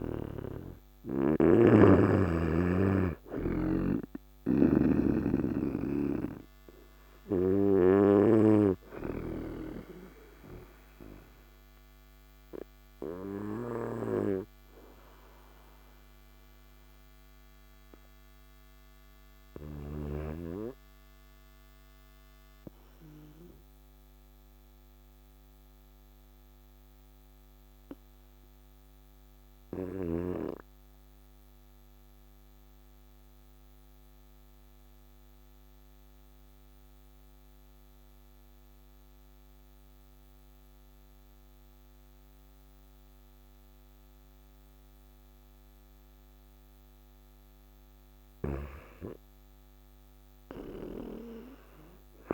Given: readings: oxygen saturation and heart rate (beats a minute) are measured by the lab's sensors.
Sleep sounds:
breathing in sleep by a microphone on the trachea; 1
1.00-4.50 s: snoring (device-marked)
6.00-47.50 s: obstructive apnea (oxygen 100% before, 96% lowest, heart rate 61 before, 54 extreme, up 6 after)
19.50-36.50 s: oxygen desaturation (device-marked, oxygen 99% before, 96% lowest, heart rate 60 before, 54 extreme)
From the record:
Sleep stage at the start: REM sleep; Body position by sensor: on the right side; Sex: male

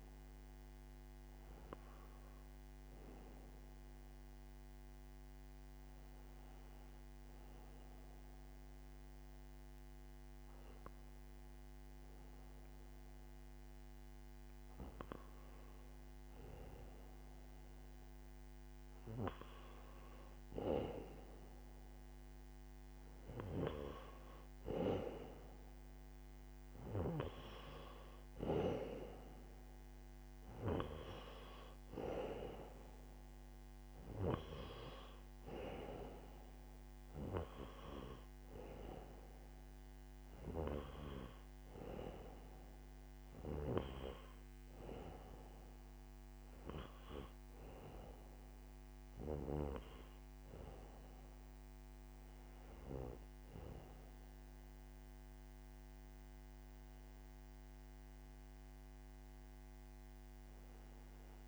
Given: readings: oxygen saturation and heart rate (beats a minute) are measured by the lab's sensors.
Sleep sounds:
a person partly awake in a sleep study, by a microphone on the trachea; none
30.00-61.48 s: new sleep stage, N1 (lightest sleep)
From the record:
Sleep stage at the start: awake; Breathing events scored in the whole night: 304 in 4.4 hours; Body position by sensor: on the back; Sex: male

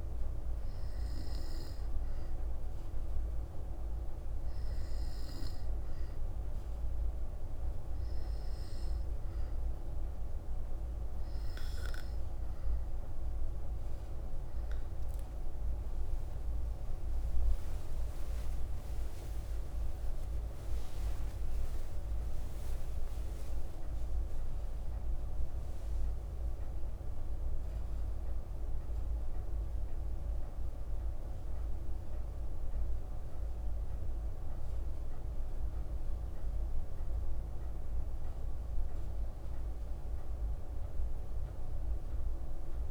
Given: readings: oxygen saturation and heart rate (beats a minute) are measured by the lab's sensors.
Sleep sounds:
breathing in sleep, hard to hear, by a room microphone; none
20.00-24.50 s: arousal
From the record:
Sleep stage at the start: N2 (light sleep); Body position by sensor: on the back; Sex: female

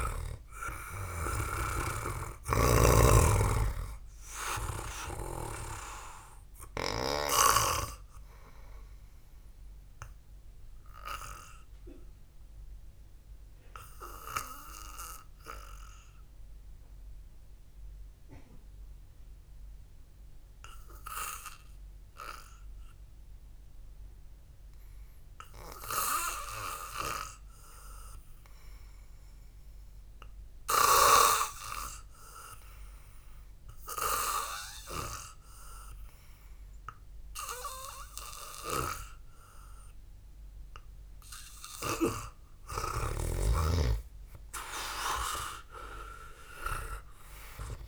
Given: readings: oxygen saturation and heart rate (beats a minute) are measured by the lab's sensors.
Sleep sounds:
breathing in sleep by a room microphone; 1
0.00-4.00 s: arousal
2.00-8.00 s: snoring (device-marked)
12.00-26.00 s: obstructive apnea (oxygen 97% before, 91% lowest, heart rate 58 before, 52 extreme, up 2 after)
27.00-30.50 s: arousal
39.00-44.00 s: snoring (device-marked)
From the record:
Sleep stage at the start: N2 (light sleep); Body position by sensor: on the back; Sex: male

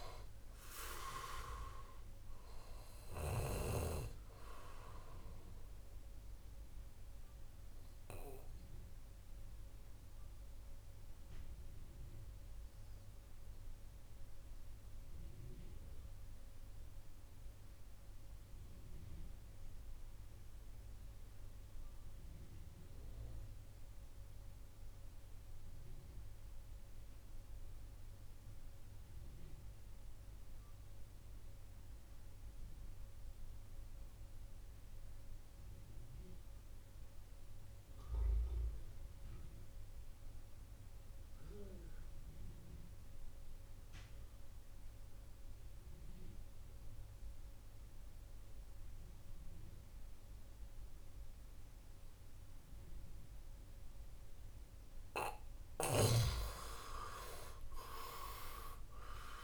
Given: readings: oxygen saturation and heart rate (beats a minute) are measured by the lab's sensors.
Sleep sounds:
breathing in sleep by a room microphone; 1
0.00-14.50 s: oxygen desaturation (device-marked, oxygen 89% lowest, heart rate 58 extreme)
4.50-53.50 s: obstructive apnea (oxygen 98% before, 83% lowest, heart rate 67 before, 58 extreme, up 7 after)
34.50-59.44 s: oxygen desaturation (device-marked, oxygen 98% before, 83% lowest, heart rate 64 before, 59 extreme)
55.50-59.44 s: arousal
From the record:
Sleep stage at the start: N3 (deep sleep); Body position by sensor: on the back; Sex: male

